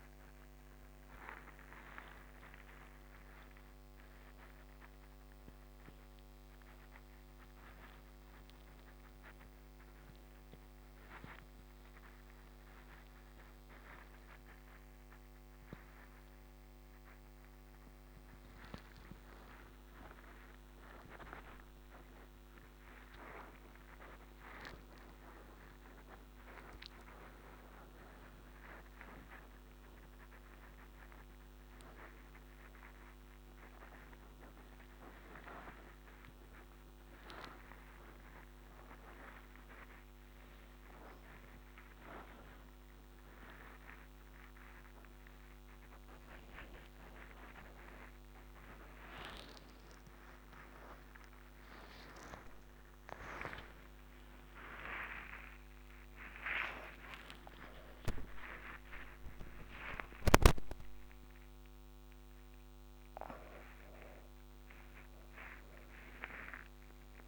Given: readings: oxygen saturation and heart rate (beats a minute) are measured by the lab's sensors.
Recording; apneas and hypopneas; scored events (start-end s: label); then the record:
a person awake in a sleep study, by a microphone on the trachea; none
none scored
From the record:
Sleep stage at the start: awake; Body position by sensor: upright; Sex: female